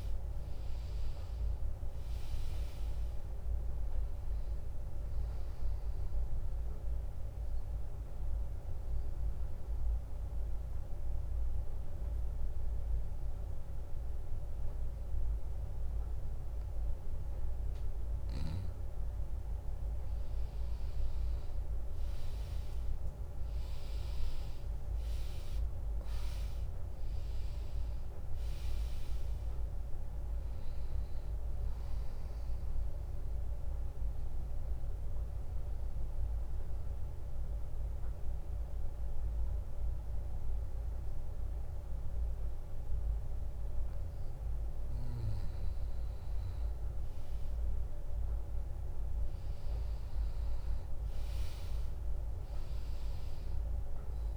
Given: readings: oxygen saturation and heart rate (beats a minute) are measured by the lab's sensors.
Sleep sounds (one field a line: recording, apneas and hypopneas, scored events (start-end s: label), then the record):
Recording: breathing in sleep, hard to hear, by a room microphone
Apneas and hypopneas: 2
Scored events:
0.00-16.00 s: oxygen desaturation (device-marked, oxygen 99% before, 96% lowest, heart rate 73 before, 60 extreme)
5.00-18.00 s: drop in pulse transit time (device-marked, heart rate 72 before, 78 extreme)
6.50-19.00 s: mixed apnea (oxygen 99% before, 96% lowest, heart rate 71 before, 60 extreme)
21.50-25.50 s: arousal
32.00-45.00 s: drop in pulse transit time (device-marked, heart rate 73 before, 78 extreme)
33.50-46.00 s: mixed apnea (oxygen 100% before, 95% lowest, heart rate 73 before, 59 extreme)
51.00-54.37 s: arousal
From the record:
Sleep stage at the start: N2 (light sleep)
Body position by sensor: on the back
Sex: female